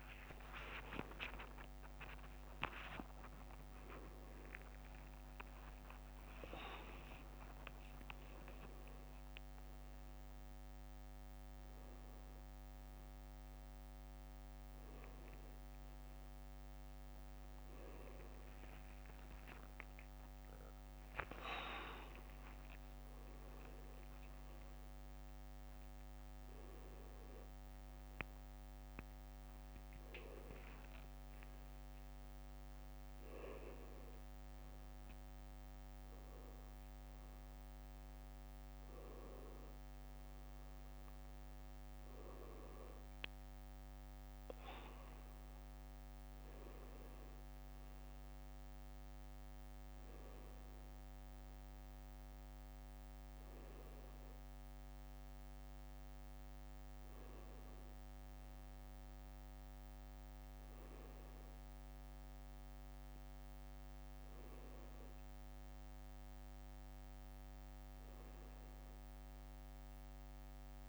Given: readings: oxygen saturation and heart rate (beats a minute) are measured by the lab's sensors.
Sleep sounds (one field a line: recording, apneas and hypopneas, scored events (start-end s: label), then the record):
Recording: a person awake in a sleep study, by a microphone on the trachea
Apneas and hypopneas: none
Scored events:
0.00-5.00 s: tachycardia (device-marked, heart rate 150 extreme)
0.00-11.00 s: drop in pulse transit time (device-marked, heart rate 73 extreme)
2.00-4.00 s: long interval between heartbeats (device-marked, heart rate 95 before, 150 extreme)
7.00-9.00 s: long interval between heartbeats (device-marked, heart rate 113 before, 95 extreme)
40.00-47.50 s: leg movement (device-marked)
42.00-57.00 s: drop in pulse transit time (device-marked, heart rate 70 before, 69 extreme)
59.50-67.50 s: leg movement (device-marked)
68.50-70.89 s: leg movement (device-marked)
From the record:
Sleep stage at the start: awake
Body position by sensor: upright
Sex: male